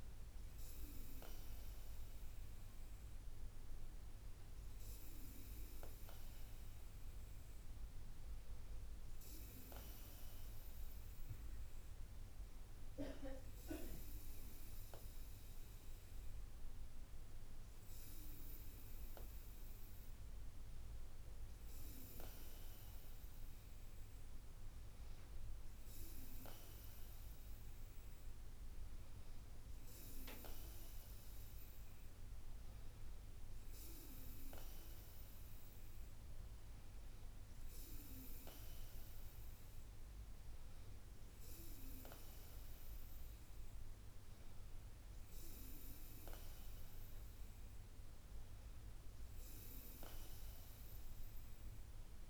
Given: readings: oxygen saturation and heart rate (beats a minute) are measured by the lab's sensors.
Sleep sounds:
breathing in sleep by a room microphone; none
none scored
From the record:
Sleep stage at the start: N2 (light sleep); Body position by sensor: on the back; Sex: female

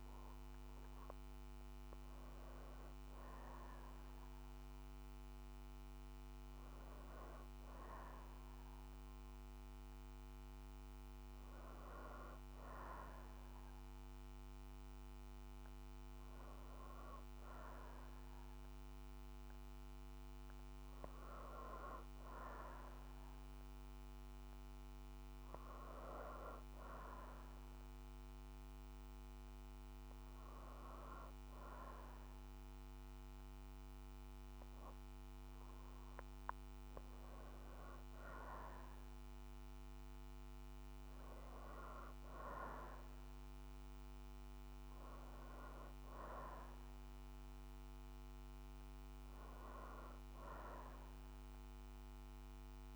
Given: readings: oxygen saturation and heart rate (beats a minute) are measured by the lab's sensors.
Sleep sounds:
breathing in sleep by a microphone on the trachea; none
1.50-31.50 s: new sleep stage, N1 (lightest sleep)
2.00-6.50 s: arousal
31.50-52.96 s: new sleep stage, N2 (light sleep)
From the record:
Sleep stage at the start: N2 (light sleep); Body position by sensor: on the back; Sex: female

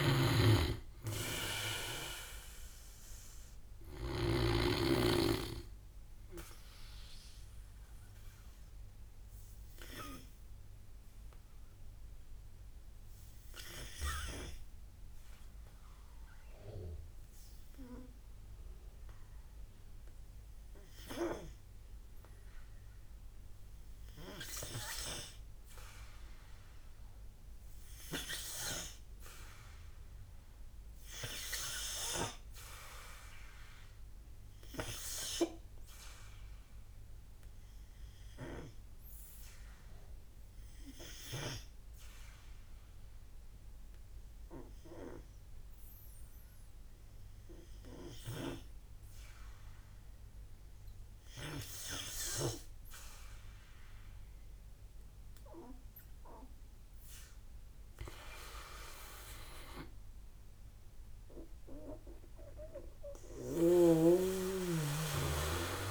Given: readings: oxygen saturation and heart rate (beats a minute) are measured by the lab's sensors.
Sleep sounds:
breathing in sleep by a room microphone; 1
0.00-2.00 s: drop in pulse transit time (device-marked, heart rate 59 extreme)
0.00-3.00 s: oxygen desaturation (device-marked, oxygen 91% lowest, heart rate 49 extreme)
0.00-4.00 s: snoring (device-marked)
8.50-55.50 s: obstructive apnea (oxygen 94% before, 90% lowest, heart rate 62 before, 46 extreme, up 11 after)
33.00-50.00 s: oxygen desaturation (device-marked, oxygen 98% before, 91% lowest, heart rate 53 before, 47 extreme)
47.50-52.00 s: snoring (device-marked)
57.00-60.00 s: arousal
58.00-65.91 s: oxygen desaturation (device-marked, oxygen 97% before, 91% lowest, heart rate 58 before, 46 extreme)
60.00-65.91 s: drop in pulse transit time (device-marked, heart rate 58 before, 49 extreme)
From the record:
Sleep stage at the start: N2 (light sleep); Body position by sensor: on the back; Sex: male

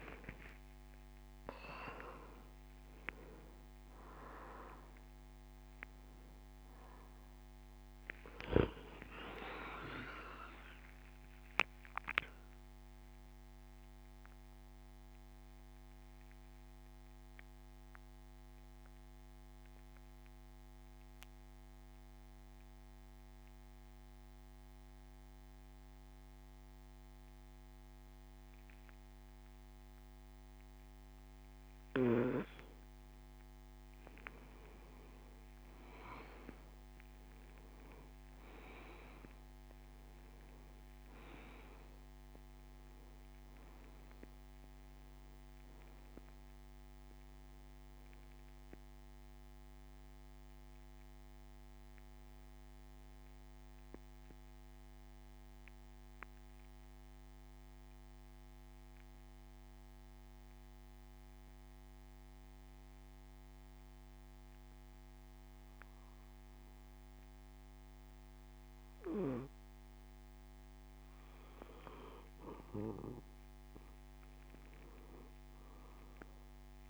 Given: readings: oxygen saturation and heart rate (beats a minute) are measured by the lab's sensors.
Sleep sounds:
breathing in sleep by a microphone on the trachea; 2
0.00-11.00 s: oxygen desaturation (device-marked, oxygen 92% lowest)
12.00-31.00 s: mixed apnea (oxygen 95% before, 92% lowest)
33.00-37.50 s: arousal
40.00-62.00 s: oxygen desaturation (device-marked, oxygen 97% before, 92% lowest)
54.50-71.00 s: obstructive apnea (oxygen 97% before, 92% lowest)
73.00-76.90 s: arousal
From the record:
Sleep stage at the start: N2 (light sleep); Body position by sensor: on the back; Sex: male

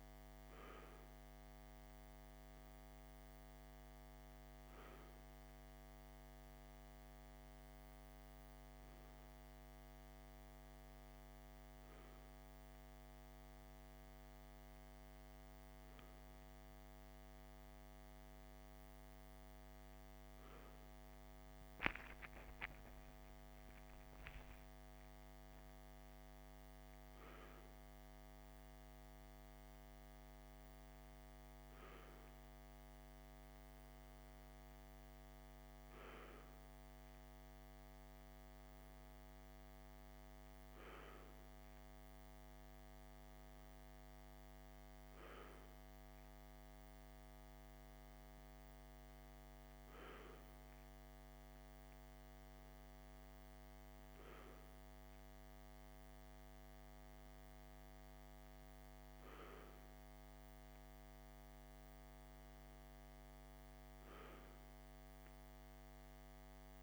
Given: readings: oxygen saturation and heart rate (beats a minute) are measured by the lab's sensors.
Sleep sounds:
breathing in sleep, hard to hear, by a microphone on the trachea; none
22.50-26.50 s: arousal
From the record:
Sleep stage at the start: N2 (light sleep); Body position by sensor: on the left side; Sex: male

